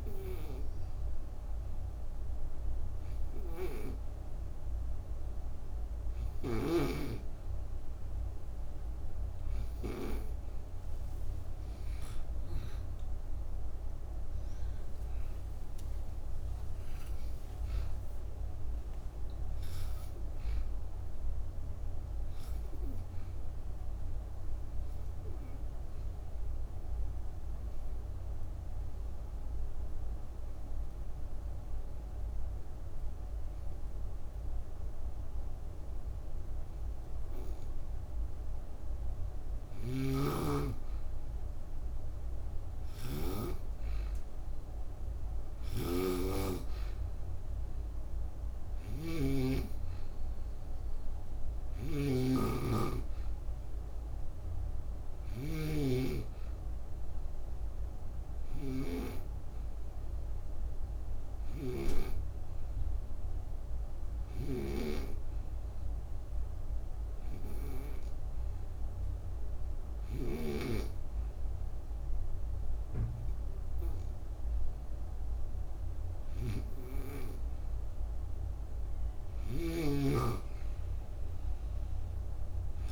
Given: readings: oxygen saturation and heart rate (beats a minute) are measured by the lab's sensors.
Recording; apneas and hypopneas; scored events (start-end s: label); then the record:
breathing in sleep by a room microphone; 1
12.00-16.00 s: arousal
24.00-37.50 s: obstructive apnea (oxygen 94% before, 91% lowest)
39.00-42.00 s: arousal
39.50-43.00 s: snoring (device-marked)
45.00-70.00 s: snoring (device-marked)
51.00-70.00 s: oxygen desaturation (device-marked, oxygen 96% before, 91% lowest)
79.00-82.92 s: snoring (device-marked)
From the record:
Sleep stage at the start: N2 (light sleep); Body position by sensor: on the back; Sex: female